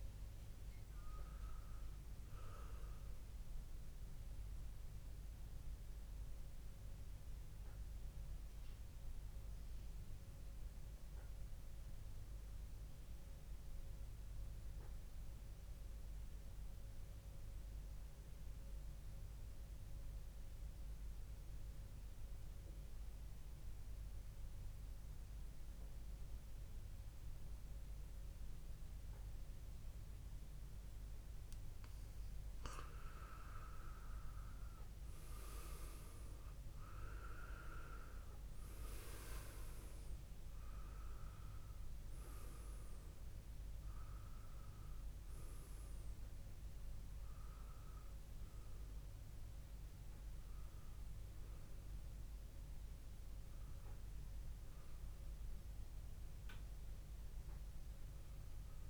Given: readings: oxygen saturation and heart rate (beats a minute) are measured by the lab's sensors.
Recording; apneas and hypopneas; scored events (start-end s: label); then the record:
breathing in sleep by a room microphone; 1
0.00-1.00 s: arousal
4.50-32.00 s: mixed apnea (oxygen 100% before, 93% lowest, heart rate 63 before, 58 extreme)
26.00-56.00 s: oxygen desaturation (device-marked, oxygen 99% before, 93% lowest, heart rate 64 before, 58 extreme)
33.00-36.50 s: arousal
From the record:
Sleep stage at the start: N2 (light sleep); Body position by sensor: on the back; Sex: male